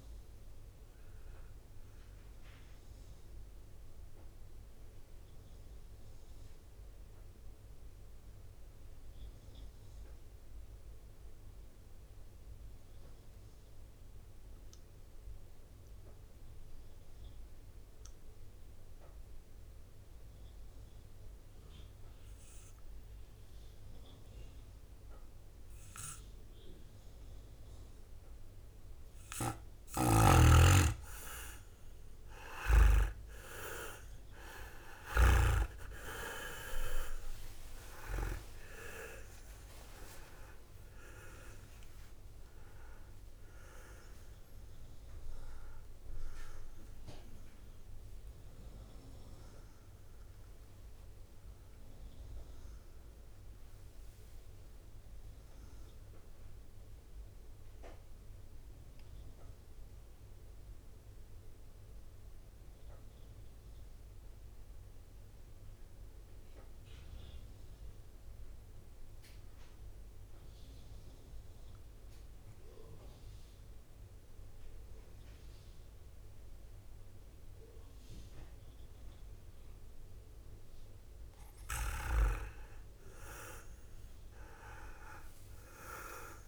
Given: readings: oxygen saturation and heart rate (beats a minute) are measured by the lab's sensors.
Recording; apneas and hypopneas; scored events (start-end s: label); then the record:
breathing in sleep by a room microphone; 2
0.00-12.00 s: oxygen desaturation (device-marked, oxygen 91% lowest, heart rate 52 extreme)
1.00-27.50 s: mixed apnea (oxygen 97% before, 88% lowest, heart rate 62 before, 52 extreme, up 10 after)
29.00-70.00 s: oxygen desaturation (device-marked, oxygen 98% before, 88% lowest, heart rate 55 before, 54 extreme)
31.50-35.00 s: arousal
34.00-36.00 s: long interval between heartbeats (device-marked, heart rate 56 before, 62 extreme)
36.00-48.00 s: tachycardia (device-marked, heart rate 60 before, 182 extreme)
37.50-39.50 s: long interval between heartbeats (device-marked, heart rate 56 before, 77 extreme)
39.00-40.00 s: leg movement (device-marked)
39.00-59.00 s: drop in pulse transit time (device-marked, heart rate 58 before, 65 extreme)
39.50-41.50 s: long interval between heartbeats (device-marked, heart rate 58 before, 110 extreme)
41.50-43.50 s: long interval between heartbeats (device-marked, heart rate 64 before, 130 extreme)
45.00-47.00 s: long interval between heartbeats (device-marked, heart rate 85 before, 164 extreme)
45.00-55.00 s: leg movement (device-marked)
47.50-49.50 s: long interval between heartbeats (device-marked, heart rate 96 before, 145 extreme)
50.00-52.00 s: long interval between heartbeats (device-marked, heart rate 109 before, 97 extreme)
56.00-80.50 s: mixed apnea (oxygen 97% before, 88% lowest, heart rate 119 before, 54 extreme, up 10 after)
83.00-86.48 s: arousal
From the record:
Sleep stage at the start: N2 (light sleep); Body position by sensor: on the back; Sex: male